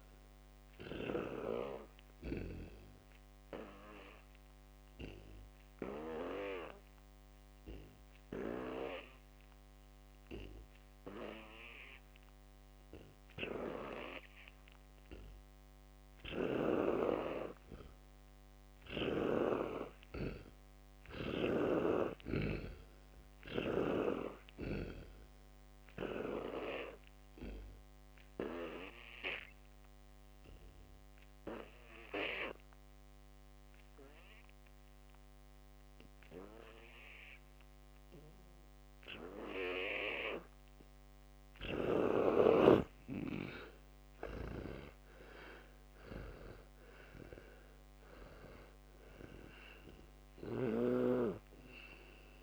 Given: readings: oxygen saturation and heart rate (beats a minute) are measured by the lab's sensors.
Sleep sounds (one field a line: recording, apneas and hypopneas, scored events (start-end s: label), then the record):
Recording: breathing in sleep by a microphone on the trachea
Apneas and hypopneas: 2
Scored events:
0.00-3.00 s: oxygen desaturation (device-marked, oxygen 87% lowest, heart rate 61 extreme)
3.00-16.50 s: obstructive apnea (oxygen 99% before, 84% lowest, heart rate 64 before, 59 extreme)
18.50-23.00 s: arousal
28.00-42.00 s: obstructive apnea (oxygen 95% before, 82% lowest, heart rate 65 before, 62 extreme, up 23 after)
32.00-52.43 s: oxygen desaturation (device-marked, oxygen 95% before, 84% lowest, heart rate 63 before, 59 extreme)
44.50-47.50 s: arousal
44.50-52.43 s: snoring (device-marked)
From the record:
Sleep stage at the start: N2 (light sleep)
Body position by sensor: on the back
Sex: male